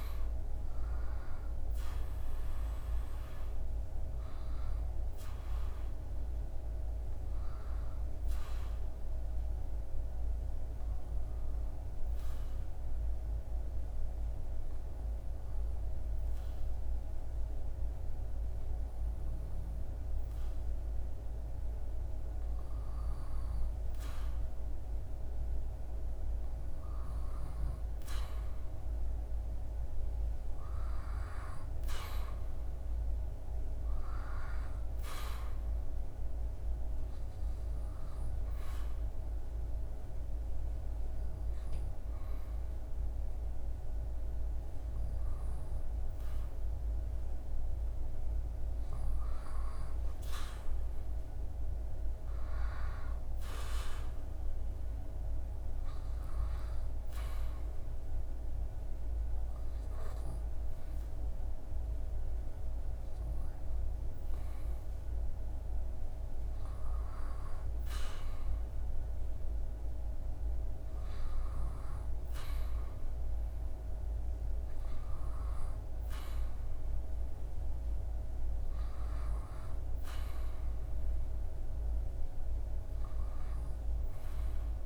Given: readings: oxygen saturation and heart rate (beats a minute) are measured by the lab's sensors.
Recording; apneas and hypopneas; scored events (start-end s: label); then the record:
breathing in sleep, hard to hear, by a room microphone; 3
9.00-21.50 s: obstructive apnea (oxygen 99% before, 95% lowest, heart rate 80 before, 74 extreme, up 5 after)
22.50-27.50 s: arousal
26.00-42.00 s: oxygen desaturation (device-marked, oxygen 98% before, 95% lowest, heart rate 79 before, 74 extreme)
37.00-47.00 s: obstructive apnea (oxygen 98% before, 95% lowest, heart rate 79 before, 75 extreme, up 8 after)
49.00-52.00 s: arousal
56.50-66.50 s: hypopnea (oxygen 98% before, 94% lowest, heart rate 77 before, 75 extreme, up 1 after)
69.50-73.50 s: arousal
From the record:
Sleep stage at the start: N2 (light sleep); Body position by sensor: on the back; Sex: male